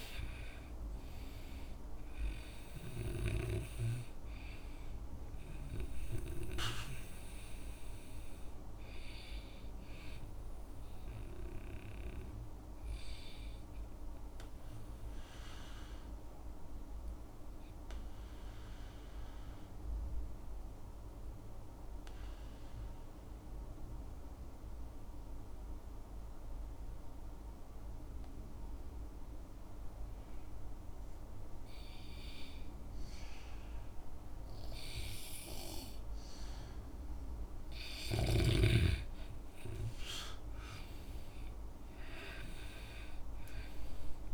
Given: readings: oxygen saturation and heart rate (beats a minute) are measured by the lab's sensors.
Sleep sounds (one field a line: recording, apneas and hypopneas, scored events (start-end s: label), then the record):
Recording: breathing in sleep by a room microphone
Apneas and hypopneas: 1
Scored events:
0.00-23.00 s: oxygen desaturation (device-marked, oxygen 92% lowest, heart rate 60 extreme)
15.50-37.50 s: obstructive apnea (oxygen 98% before, 89% lowest, heart rate 68 before, 60 extreme, up 11 after)
37.00-44.34 s: oxygen desaturation (device-marked, oxygen 97% before, 89% lowest, heart rate 63 before, 58 extreme)
40.50-43.50 s: arousal
From the record:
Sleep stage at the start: N2 (light sleep)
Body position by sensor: on the back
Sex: male